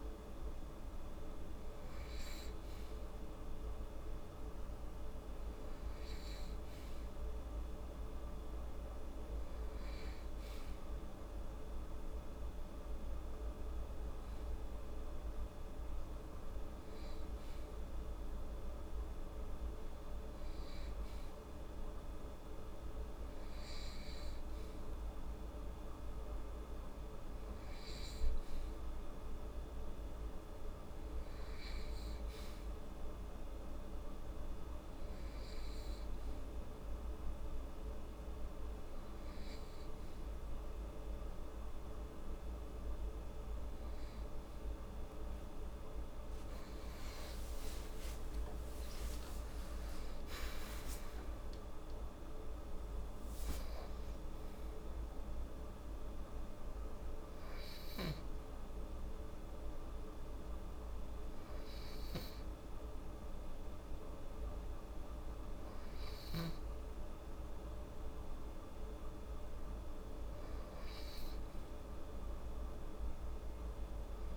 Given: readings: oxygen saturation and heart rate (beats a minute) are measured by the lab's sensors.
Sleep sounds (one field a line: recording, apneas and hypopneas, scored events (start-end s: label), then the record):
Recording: breathing in sleep, hard to hear, by a room microphone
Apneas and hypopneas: none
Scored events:
44.50-49.00 s: arousal
From the record:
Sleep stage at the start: N2 (light sleep)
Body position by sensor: on the right side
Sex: female